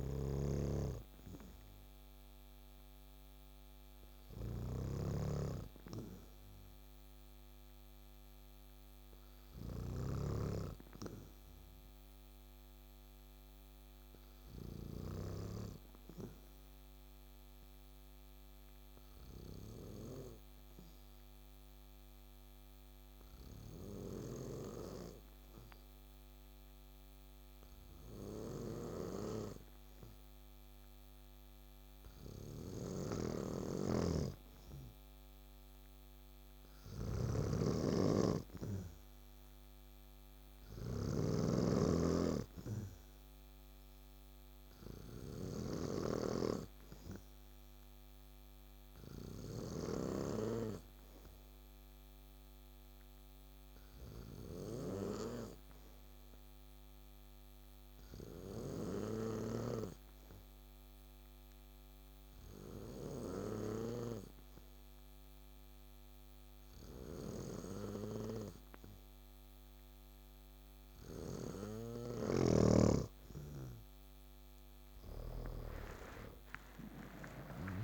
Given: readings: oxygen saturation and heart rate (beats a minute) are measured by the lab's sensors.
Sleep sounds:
breathing in sleep by a microphone on the trachea; 1
0.00-10.00 s: snoring (device-marked)
1.00-72.00 s: obstructive apnea (oxygen 96% before, 92% lowest, heart rate 71 before, 58 extreme, up 10 after)
33.50-41.00 s: snoring (device-marked)
75.00-77.84 s: arousal
From the record:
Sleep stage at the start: N2 (light sleep); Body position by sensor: on the back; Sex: male

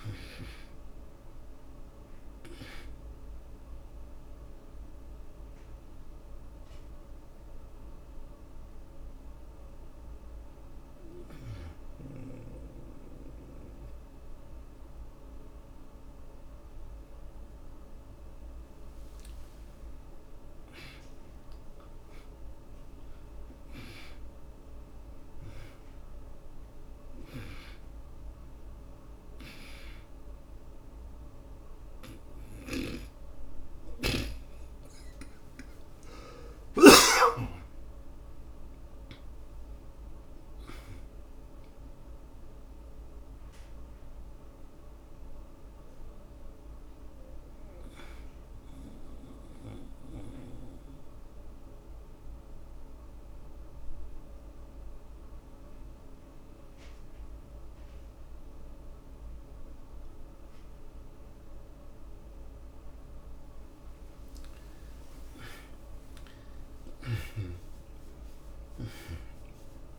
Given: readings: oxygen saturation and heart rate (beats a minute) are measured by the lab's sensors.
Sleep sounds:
breathing in sleep by a room microphone; 2
5.50-22.50 s: oxygen desaturation (device-marked, oxygen 97% before, 78% lowest, heart rate 86 before, 83 extreme)
6.00-21.00 s: mixed apnea (oxygen 97% before, 72% lowest, heart rate 86 before, 83 extreme, up 30 after)
22.50-27.50 s: arousal
29.50-31.50 s: oxygen desaturation (device-marked, oxygen 97% before, 89% lowest, heart rate 126 before, 57 extreme)
32.50-37.50 s: snoring (device-marked)
36.50-41.50 s: oxygen desaturation (device-marked, oxygen 94% before, 81% lowest, heart rate 117 before, 57 extreme)
43.50-63.00 s: obstructive apnea (oxygen 97% before, 72% lowest, heart rate 113 before, 57 extreme, up 31 after)
63.50-69.99 s: oxygen desaturation (device-marked, oxygen 96% before, 72% lowest, heart rate 84 before, 57 extreme)
65.00-69.99 s: arousal
From the record:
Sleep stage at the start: N2 (light sleep); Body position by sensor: on the back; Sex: male

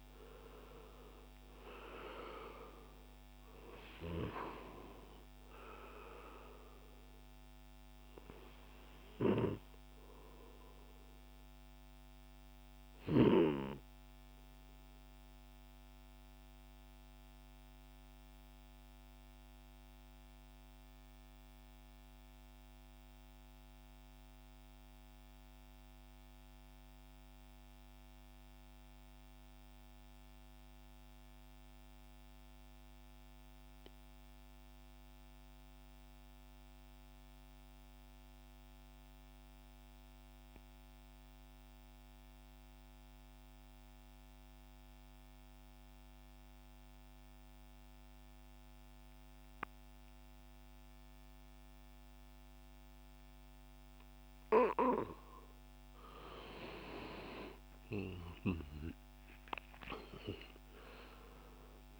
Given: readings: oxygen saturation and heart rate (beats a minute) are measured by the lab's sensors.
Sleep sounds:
breathing in sleep by a microphone on the trachea; 1
0.00-19.00 s: oxygen desaturation (device-marked, oxygen 87% lowest, heart rate 60 extreme)
10.50-56.00 s: mixed apnea (oxygen 96% before, 86% lowest, heart rate 70 before, 58 extreme, up 9 after)
37.00-62.00 s: oxygen desaturation (device-marked, oxygen 99% before, 86% lowest, heart rate 66 before, 58 extreme)
58.00-62.00 s: arousal
From the record:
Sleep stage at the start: N2 (light sleep); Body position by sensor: on the back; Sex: male

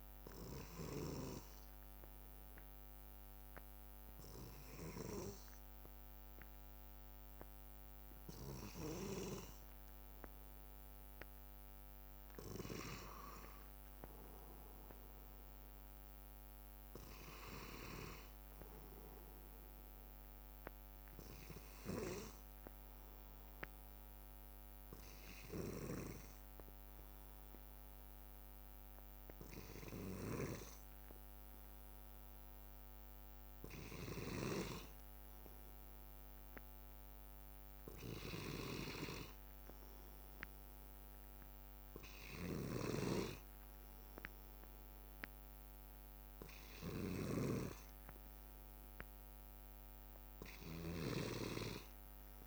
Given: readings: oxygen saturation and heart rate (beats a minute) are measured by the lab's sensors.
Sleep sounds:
breathing in sleep by a microphone on the trachea; 1
13.50-17.50 s: arousal
24.50-36.00 s: obstructive apnea (oxygen 97% before, 94% lowest, heart rate 63 before, 59 extreme, up 4 after)
38.00-41.50 s: arousal
51.00-52.47 s: snoring (device-marked)
From the record:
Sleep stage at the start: N2 (light sleep); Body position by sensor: on the back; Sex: male

